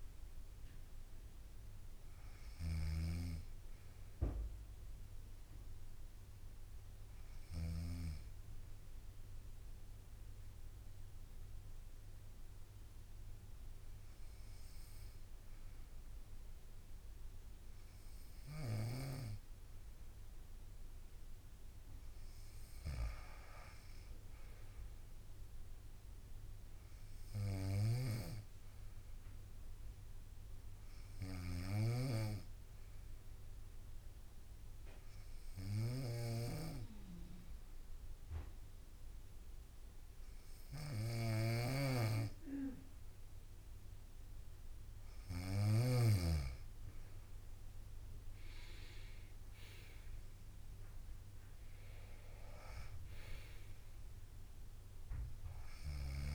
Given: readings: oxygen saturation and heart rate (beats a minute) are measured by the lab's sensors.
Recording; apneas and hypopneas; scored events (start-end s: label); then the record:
breathing in sleep by a room microphone; 2
0.00-5.00 s: oxygen desaturation (device-marked, oxygen 91% lowest, heart rate 62 extreme)
0.00-7.50 s: snoring (device-marked)
10.00-20.50 s: hypopnea (oxygen 94% before, 92% lowest, heart rate 66 before, 60 extreme, up 3 after)
23.00-26.00 s: arousal
27.00-45.50 s: snoring (device-marked)
32.50-44.00 s: hypopnea (oxygen 95% before, 91% lowest, heart rate 64 before, 58 extreme, up 10 after)
45.00-56.00 s: drop in pulse transit time (device-marked, heart rate 62 before, 63 extreme)
49.00-54.00 s: arousal
From the record:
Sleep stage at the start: N2 (light sleep); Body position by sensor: on the right side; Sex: female